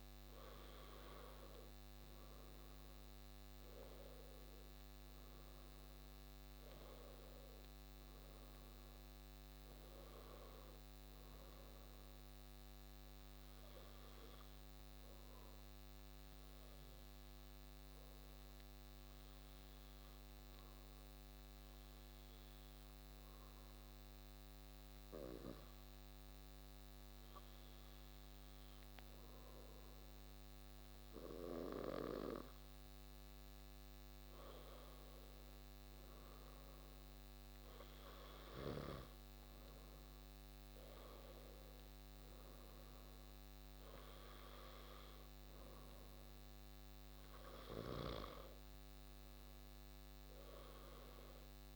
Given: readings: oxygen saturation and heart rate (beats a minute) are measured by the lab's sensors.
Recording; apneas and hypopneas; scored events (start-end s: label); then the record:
breathing in sleep by a microphone on the trachea; 1
0.00-3.50 s: arousal
12.00-32.00 s: obstructive apnea (oxygen 97% before, 94% lowest)
35.00-39.50 s: arousal
From the record:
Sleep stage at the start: N2 (light sleep); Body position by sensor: on the back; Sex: male